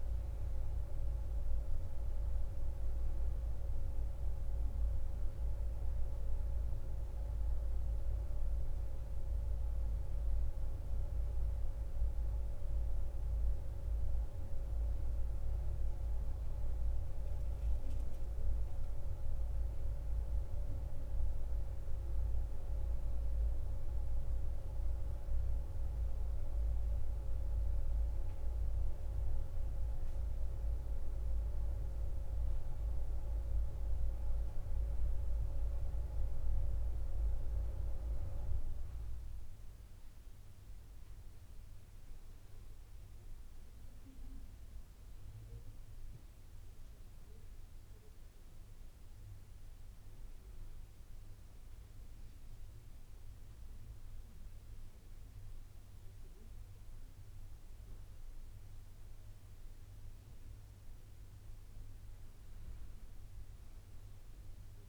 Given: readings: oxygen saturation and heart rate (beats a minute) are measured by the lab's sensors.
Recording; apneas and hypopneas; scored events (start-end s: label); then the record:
breathing in sleep by a room microphone; none
0.00-1.50 s: arousal
0.00-15.00 s: oxygen desaturation (device-marked, oxygen 89% lowest)
From the record:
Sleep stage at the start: N2 (light sleep); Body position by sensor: on the back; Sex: female